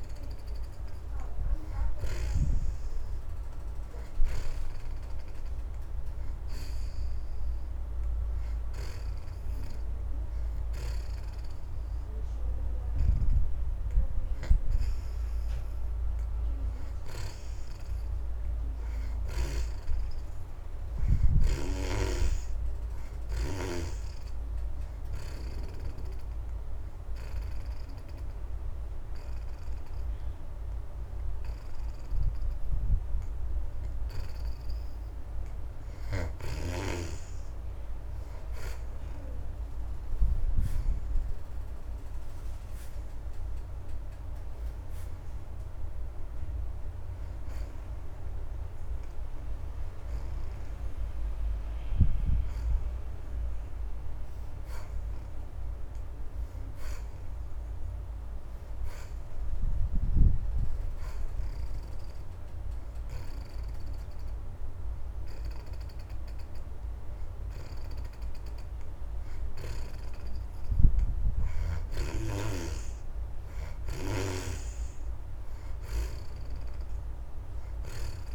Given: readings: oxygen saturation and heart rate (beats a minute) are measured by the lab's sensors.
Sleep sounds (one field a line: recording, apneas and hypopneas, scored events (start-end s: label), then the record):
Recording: breathing in sleep by a room microphone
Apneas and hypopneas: 1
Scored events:
19.00-25.00 s: oxygen desaturation (device-marked, oxygen 71% before, 68% lowest)
24.50-35.00 s: hypopnea (oxygen 73% before, 61% lowest)
33.00-51.00 s: oxygen desaturation (device-marked, oxygen 69% before, 63% lowest)
41.00-45.50 s: arousal
59.00-63.00 s: oxygen desaturation (device-marked, oxygen 69% before, 65% lowest)
65.00-69.00 s: oxygen desaturation (device-marked, oxygen 69% before, 61% lowest)
From the record:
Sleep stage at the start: N2 (light sleep)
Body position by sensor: on the back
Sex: female